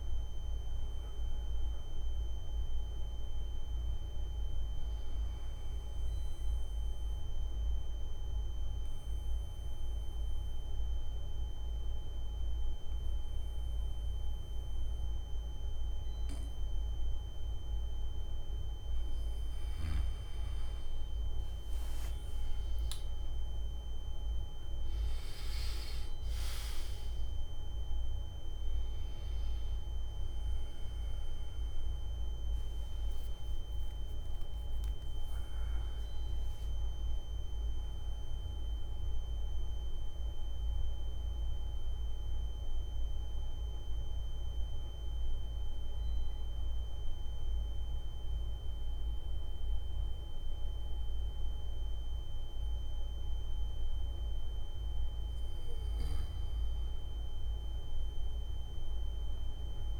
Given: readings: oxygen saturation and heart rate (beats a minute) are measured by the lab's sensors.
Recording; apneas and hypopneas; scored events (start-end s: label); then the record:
breathing in sleep, hard to hear, by a room microphone; 2
6.00-19.50 s: obstructive apnea (oxygen 100% before, 92% lowest, heart rate 93 before, 66 extreme, up 31 after)
27.50-52.50 s: oxygen desaturation (device-marked, oxygen 97% before, 92% lowest, heart rate 87 before, 61 extreme)
44.50-55.50 s: obstructive apnea (oxygen 97% before, 92% lowest, heart rate 97 before, 61 extreme, up 23 after)
52.50-60.00 s: new sleep stage, N1 (lightest sleep)
From the record:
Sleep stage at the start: N3 (deep sleep); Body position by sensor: on the back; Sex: male